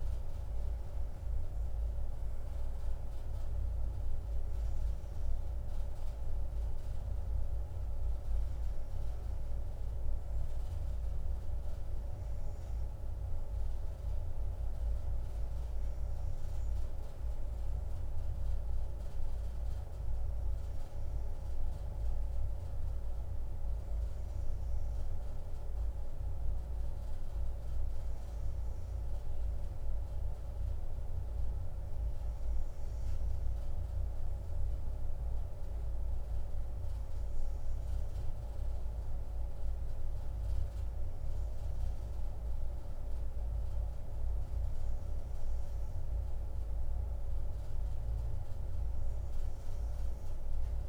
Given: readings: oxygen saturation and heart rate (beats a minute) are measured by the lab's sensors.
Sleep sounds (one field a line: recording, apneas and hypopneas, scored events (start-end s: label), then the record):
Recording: breathing in sleep, hard to hear, by a room microphone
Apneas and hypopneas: none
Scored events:
0.00-3.50 s: oxygen desaturation (device-marked, oxygen 91% lowest, heart rate 64 extreme)
From the record:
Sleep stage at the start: N2 (light sleep)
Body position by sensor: on the back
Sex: female